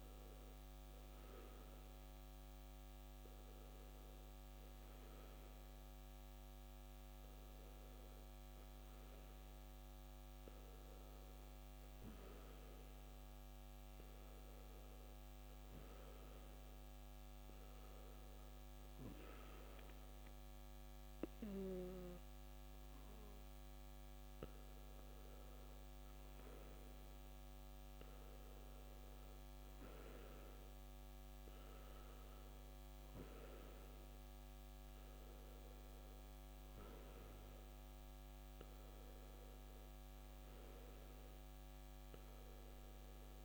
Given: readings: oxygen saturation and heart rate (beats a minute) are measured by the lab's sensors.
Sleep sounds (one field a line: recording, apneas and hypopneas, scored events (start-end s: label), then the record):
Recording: breathing in sleep, hard to hear, by a microphone on the trachea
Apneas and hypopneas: none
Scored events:
42.00-43.45 s: new sleep stage, N1 (lightest sleep)
From the record:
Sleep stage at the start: N2 (light sleep)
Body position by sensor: on the back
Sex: male